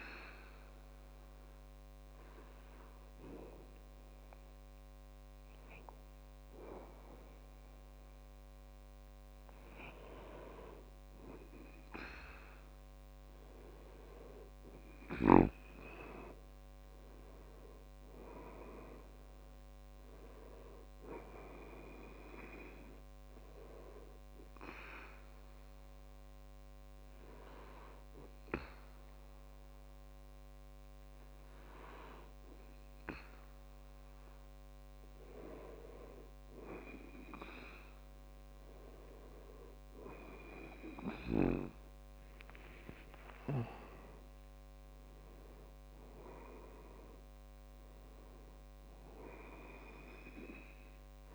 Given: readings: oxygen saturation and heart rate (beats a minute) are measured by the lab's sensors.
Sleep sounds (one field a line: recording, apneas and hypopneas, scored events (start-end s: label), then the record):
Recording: breathing in sleep by a microphone on the trachea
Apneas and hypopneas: 2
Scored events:
0.50-10.50 s: obstructive apnea (oxygen 98% before, 95% lowest, heart rate 65 before, 64 extreme, up 5 after)
2.00-12.00 s: oxygen desaturation (device-marked, oxygen 98% before, 95% lowest, heart rate 65 before, 64 extreme)
15.00-19.00 s: arousal
25.00-36.00 s: obstructive apnea (oxygen 98% before, 90% lowest, heart rate 67 before, 64 extreme, up 6 after)
41.50-46.50 s: arousal
From the record:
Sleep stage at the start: N2 (light sleep)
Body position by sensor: on the back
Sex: male